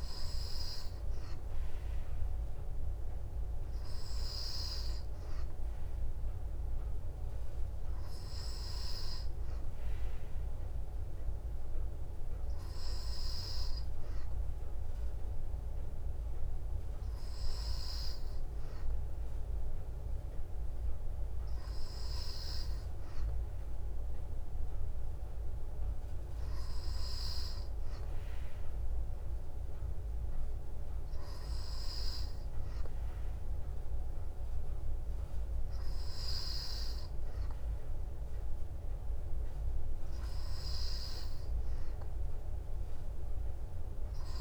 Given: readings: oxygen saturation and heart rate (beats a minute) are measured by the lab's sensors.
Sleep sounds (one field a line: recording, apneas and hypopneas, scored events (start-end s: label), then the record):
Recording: breathing in sleep, hard to hear, by a room microphone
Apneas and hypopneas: none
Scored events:
none scored
From the record:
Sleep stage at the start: N2 (light sleep)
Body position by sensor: on the back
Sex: female